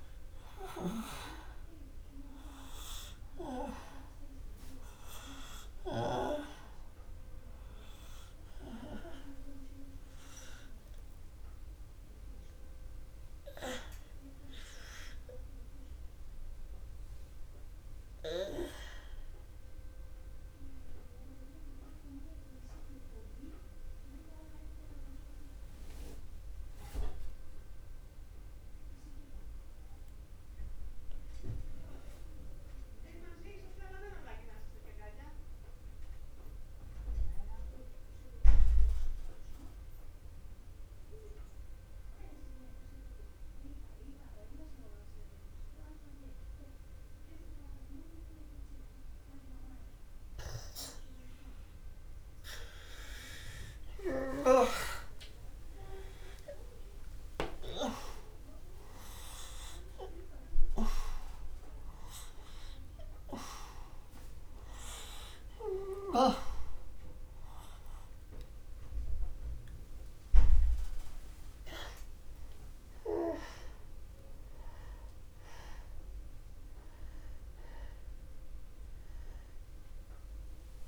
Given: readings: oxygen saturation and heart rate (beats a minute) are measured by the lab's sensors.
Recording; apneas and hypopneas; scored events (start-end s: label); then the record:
breathing in sleep by a room microphone; 1
0.00-33.50 s: oxygen desaturation (device-marked, oxygen 86% lowest, heart rate 27 extreme)
22.50-52.00 s: mixed apnea (oxygen 96% before, 83% lowest, heart rate 55 before, 32 extreme, up 0 after)
52.50-80.88 s: oxygen desaturation (device-marked, oxygen 98% before, 83% lowest, heart rate 57 before, 45 extreme)
53.00-58.00 s: arousal
From the record:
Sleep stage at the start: N2 (light sleep); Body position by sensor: on the back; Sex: male